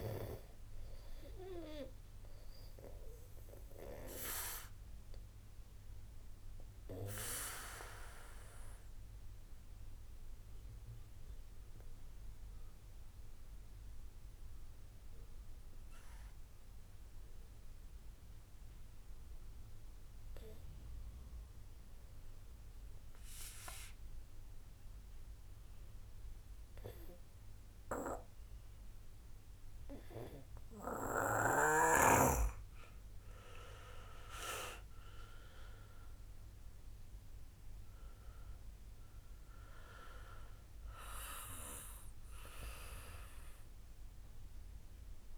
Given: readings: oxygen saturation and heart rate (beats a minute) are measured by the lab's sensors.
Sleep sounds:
breathing in sleep by a room microphone; 1
0.00-12.50 s: oxygen desaturation (device-marked, oxygen 87% lowest, heart rate 37 extreme)
4.00-31.50 s: obstructive apnea (oxygen 97% before, 85% lowest, heart rate 53 before, 49 extreme, up 3 after)
27.50-45.37 s: oxygen desaturation (device-marked, oxygen 97% before, 85% lowest, heart rate 65 before, 49 extreme)
33.00-37.50 s: arousal
From the record:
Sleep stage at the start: N2 (light sleep); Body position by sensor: on the back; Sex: male

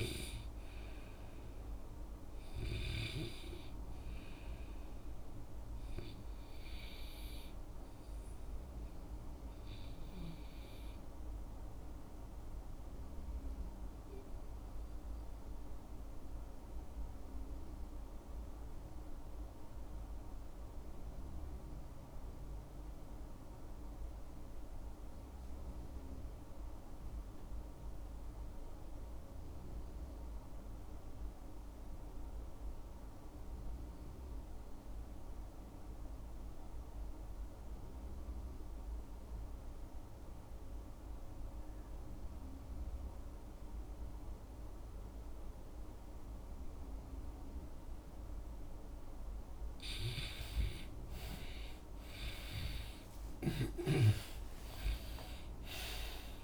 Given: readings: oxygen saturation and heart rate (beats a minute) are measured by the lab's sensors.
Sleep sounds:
breathing in sleep by a room microphone; 1
9.50-48.00 s: obstructive apnea (oxygen 96% before, 76% lowest, heart rate 61 before, 48 extreme, up 16 after)
21.50-56.44 s: new sleep stage, REM sleep
45.50-56.44 s: oxygen desaturation (device-marked, oxygen 94% before, 76% lowest, heart rate 54 before, 52 extreme)
50.00-54.00 s: arousal
From the record:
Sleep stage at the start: N2 (light sleep); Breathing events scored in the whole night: 235 in 4.1 hours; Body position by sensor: on the back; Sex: male

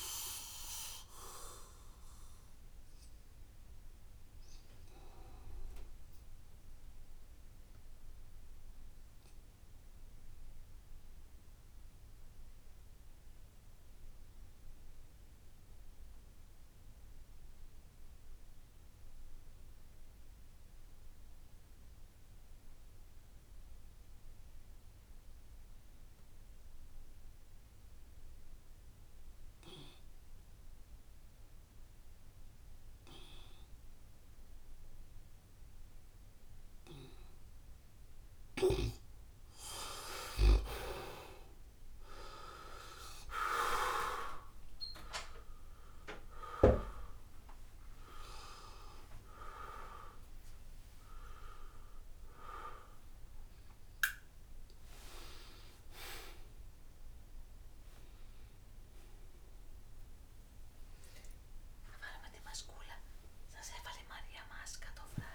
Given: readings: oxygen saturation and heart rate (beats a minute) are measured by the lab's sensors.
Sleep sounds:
a person partly awake in a sleep study, by a room microphone; 1
0.00-21.00 s: oxygen desaturation (device-marked, oxygen 80% lowest, heart rate 66 extreme)
5.50-36.50 s: obstructive apnea (oxygen 97% before, 78% lowest, heart rate 72 before, 66 extreme, up 8 after)
29.00-65.35 s: oxygen desaturation (device-marked, oxygen 97% before, 78% lowest, heart rate 68 before, 70 extreme)
33.50-35.50 s: long interval between heartbeats (device-marked, heart rate 68 before, 70 extreme)
39.00-41.00 s: long interval between heartbeats (device-marked, heart rate 70 before, 70 extreme)
46.00-65.35 s: new sleep stage, awake
From the record:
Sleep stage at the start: N2 (light sleep); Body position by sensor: on the back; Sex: male

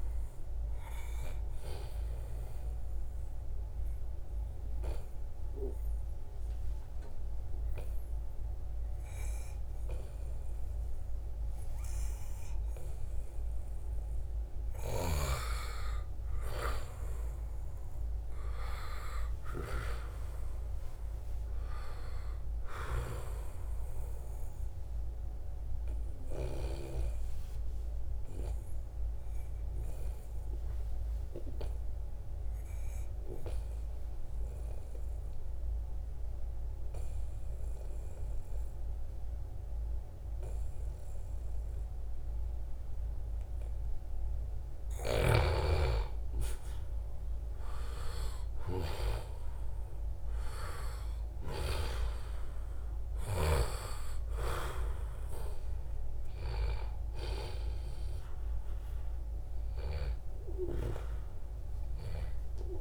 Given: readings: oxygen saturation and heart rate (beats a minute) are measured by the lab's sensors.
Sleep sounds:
breathing in sleep by a room microphone; 2
0.00-10.00 s: oxygen desaturation (device-marked, oxygen 91% lowest, heart rate 76 extreme)
2.50-14.50 s: obstructive apnea (oxygen 96% before, 90% lowest, heart rate 76 before, 76 extreme, up 2 after)
6.00-8.00 s: long interval between heartbeats (device-marked, heart rate 78 before, 99 extreme)
16.00-20.50 s: arousal
24.00-44.00 s: obstructive apnea (oxygen 96% before, 89% lowest, heart rate 84 before, 74 extreme, up 0 after)
45.00-49.50 s: arousal
47.00-62.81 s: oxygen desaturation (device-marked, oxygen 95% before, 90% lowest, heart rate 80 before, 74 extreme)
58.50-60.50 s: long interval between heartbeats (device-marked, heart rate 76 before, 92 extreme)
From the record:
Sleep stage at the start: N2 (light sleep); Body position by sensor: on the back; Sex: male

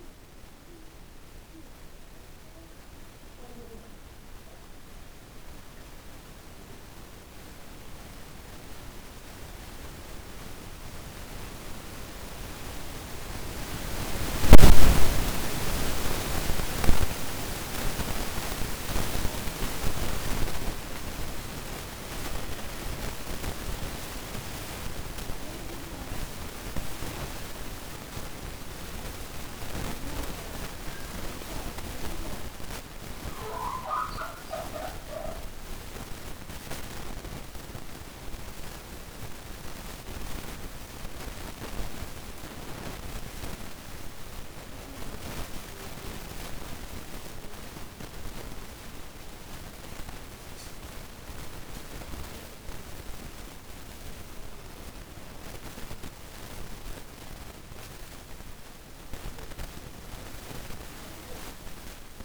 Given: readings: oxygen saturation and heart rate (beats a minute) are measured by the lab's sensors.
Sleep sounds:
a person awake in a sleep study, by a room microphone; none
none scored
From the record:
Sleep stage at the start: awake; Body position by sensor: on the back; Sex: male

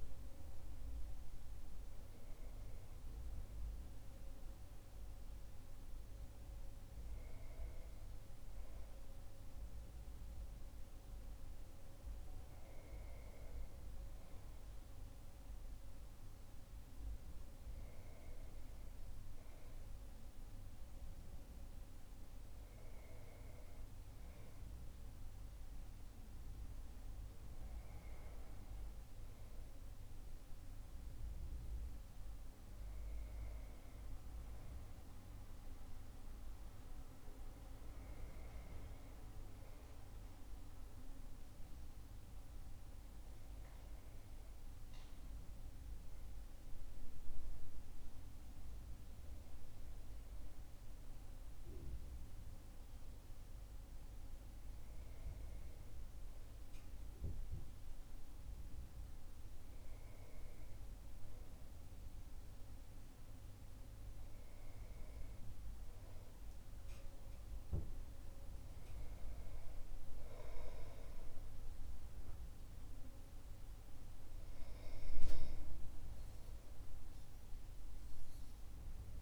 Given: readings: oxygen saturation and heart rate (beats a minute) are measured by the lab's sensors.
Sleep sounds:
breathing in sleep, hard to hear, by a room microphone; none
none scored
From the record:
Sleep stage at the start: N2 (light sleep); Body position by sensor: on the back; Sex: male

